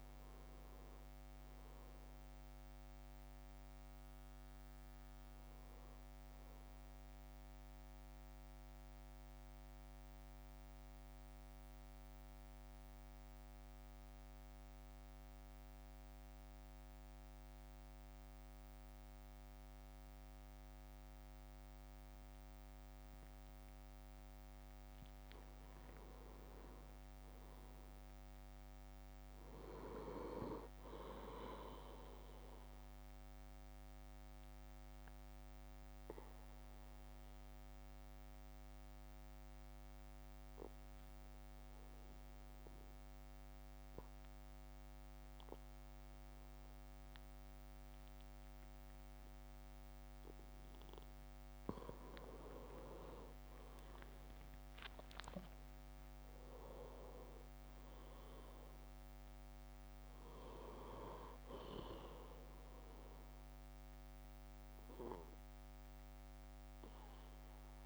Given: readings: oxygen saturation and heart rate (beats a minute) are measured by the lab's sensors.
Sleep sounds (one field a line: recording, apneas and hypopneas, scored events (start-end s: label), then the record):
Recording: breathing in sleep by a microphone on the trachea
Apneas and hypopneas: 2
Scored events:
0.00-4.50 s: oxygen desaturation (device-marked, oxygen 96% lowest, heart rate 52 extreme)
8.50-25.00 s: central apnea (oxygen 99% before, 96% lowest, heart rate 57 before, 49 extreme, up 4 after)
26.50-29.50 s: arousal
34.00-52.50 s: obstructive apnea (oxygen 99% before, 95% lowest, heart rate 56 before, 52 extreme, up 8 after)
50.50-64.50 s: drop in pulse transit time (device-marked, heart rate 54 before, 54 extreme)
54.00-57.50 s: arousal
From the record:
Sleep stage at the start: N2 (light sleep)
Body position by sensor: on the back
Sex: male